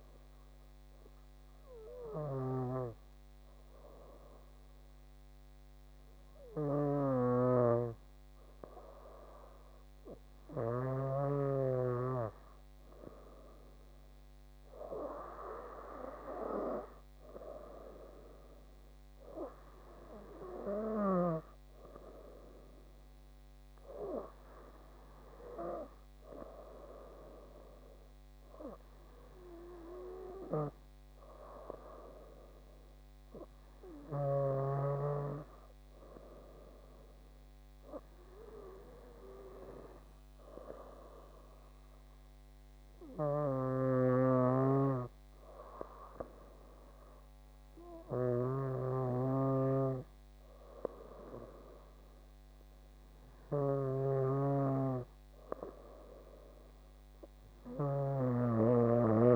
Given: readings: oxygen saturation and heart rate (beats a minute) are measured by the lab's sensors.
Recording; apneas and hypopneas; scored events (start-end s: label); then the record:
breathing in sleep by a microphone on the trachea; 2
0.50-11.50 s: hypopnea (oxygen 96% before, 94% lowest)
15.00-18.50 s: arousal
43.50-54.50 s: hypopnea (oxygen 96% before, 94% lowest)
53.00-59.36 s: new sleep stage, awake
From the record:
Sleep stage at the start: N2 (light sleep); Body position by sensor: on the back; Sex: female